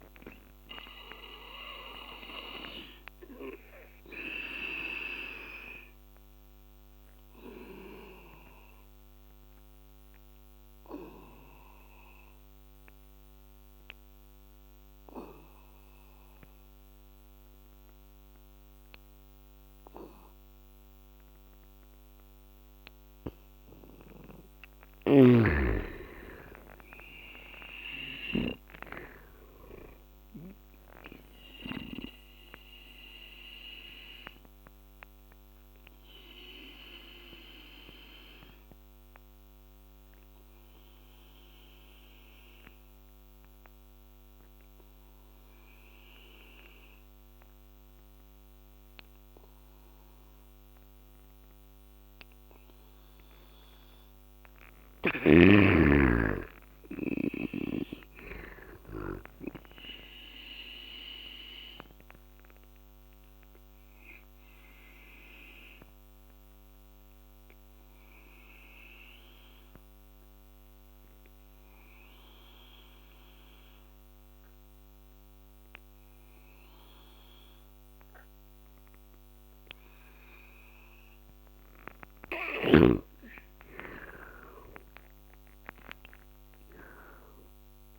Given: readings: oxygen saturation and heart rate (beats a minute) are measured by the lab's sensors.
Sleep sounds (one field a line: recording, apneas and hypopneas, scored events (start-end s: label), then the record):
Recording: breathing in sleep by a microphone on the trachea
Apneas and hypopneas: 3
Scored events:
1.00-22.00 s: obstructive apnea (oxygen 99% before, 84% lowest, heart rate 71 before, 67 extreme, up 13 after)
2.50-31.50 s: oxygen desaturation (device-marked, oxygen 99% before, 84% lowest, heart rate 72 before, 67 extreme)
23.00-26.50 s: arousal
24.50-28.00 s: snoring (device-marked)
32.50-52.50 s: obstructive apnea (oxygen 98% before, 85% lowest, heart rate 72 before, 70 extreme, up 7 after)
33.50-52.50 s: oxygen desaturation (device-marked, oxygen 97% before, 85% lowest, heart rate 72 before, 70 extreme)
53.00-56.50 s: arousal
61.50-82.00 s: obstructive apnea (oxygen 98% before, 88% lowest, heart rate 76 before, 70 extreme, up 25 after)
64.50-81.50 s: oxygen desaturation (device-marked, oxygen 100% before, 88% lowest, heart rate 76 before, 70 extreme)
85.00-87.99 s: arousal
From the record:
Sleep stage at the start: N2 (light sleep)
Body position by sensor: on the back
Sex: male